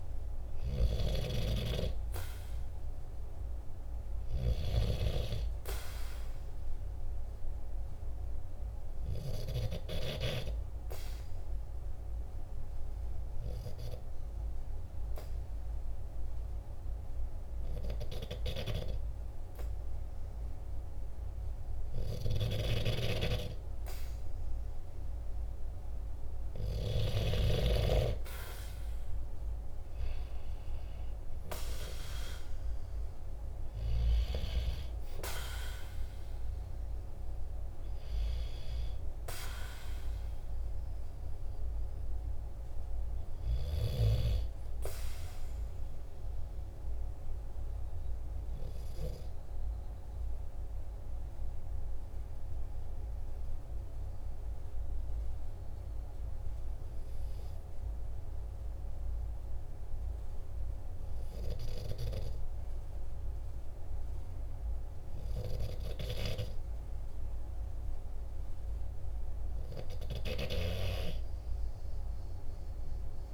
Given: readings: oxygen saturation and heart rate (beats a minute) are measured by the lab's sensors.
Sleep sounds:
breathing in sleep by a room microphone; 2
9.00-25.00 s: obstructive apnea (oxygen 96% before, 93% lowest, heart rate 48 before, 46 extreme, up 4 after)
29.50-34.50 s: arousal
46.00-67.00 s: obstructive apnea (oxygen 96% before, 93% lowest, heart rate 48 before, 47 extreme, up 1 after)
69.50-73.34 s: arousal
From the record:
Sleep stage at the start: N2 (light sleep); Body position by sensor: on the right side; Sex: male

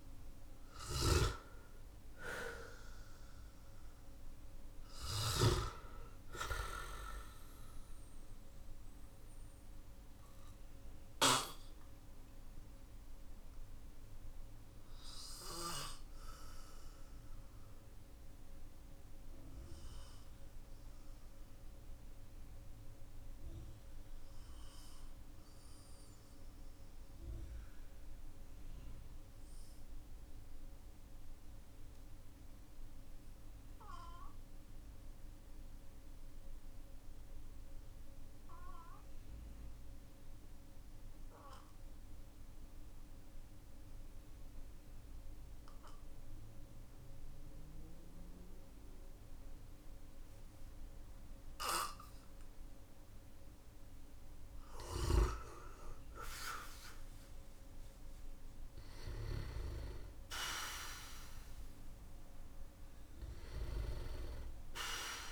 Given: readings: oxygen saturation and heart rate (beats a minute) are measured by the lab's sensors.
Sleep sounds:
breathing in sleep by a room microphone; 1
0.00-2.00 s: arousal
0.00-5.00 s: snoring (device-marked)
0.00-36.50 s: oxygen desaturation (device-marked, oxygen 92% lowest, heart rate 43 extreme)
10.00-53.00 s: obstructive apnea (oxygen 98% before, 91% lowest, heart rate 57 before, 46 extreme, up 9 after)
55.00-61.50 s: arousal
From the record:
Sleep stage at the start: N2 (light sleep); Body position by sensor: on the back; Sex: male

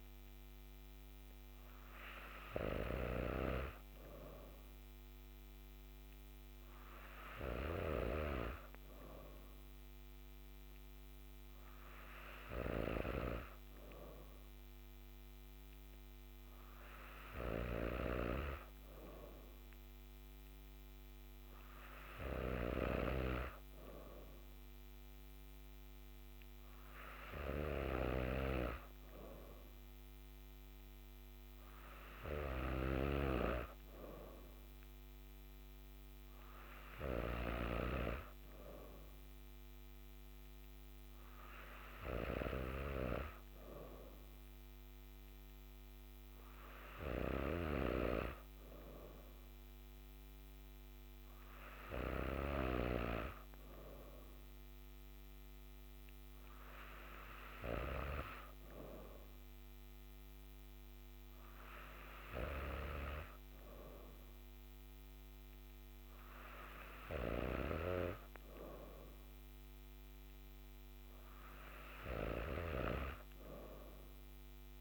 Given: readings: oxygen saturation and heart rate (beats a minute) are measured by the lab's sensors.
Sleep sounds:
breathing in sleep by a microphone on the trachea; none
none scored
From the record:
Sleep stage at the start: N3 (deep sleep); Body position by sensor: on the back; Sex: female

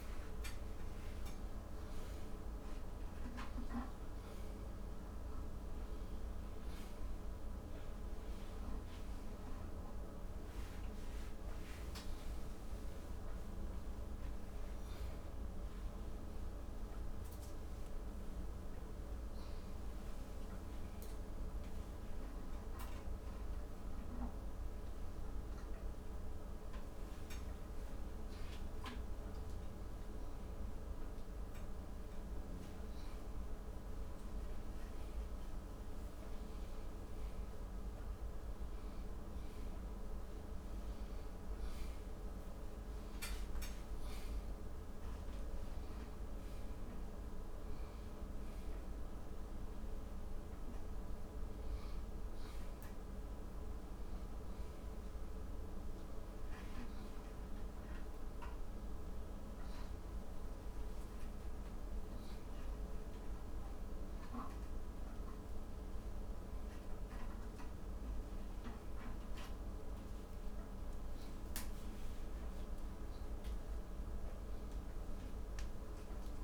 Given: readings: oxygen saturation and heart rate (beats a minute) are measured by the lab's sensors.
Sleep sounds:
a person awake in a sleep study, hard to hear, by a room microphone; none
none scored
From the record:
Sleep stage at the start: awake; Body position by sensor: upright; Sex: male

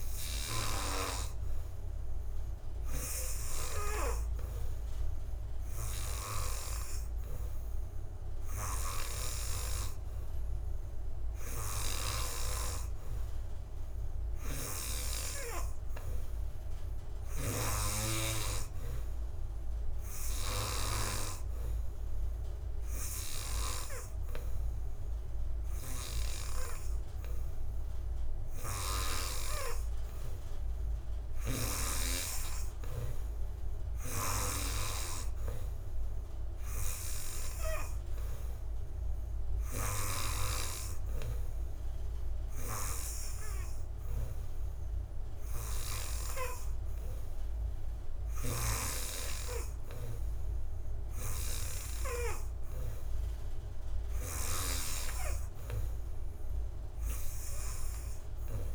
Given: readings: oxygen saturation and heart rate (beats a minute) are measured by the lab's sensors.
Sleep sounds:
breathing in sleep by a room microphone; none
none scored
From the record:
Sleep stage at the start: N3 (deep sleep); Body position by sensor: on the back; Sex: male

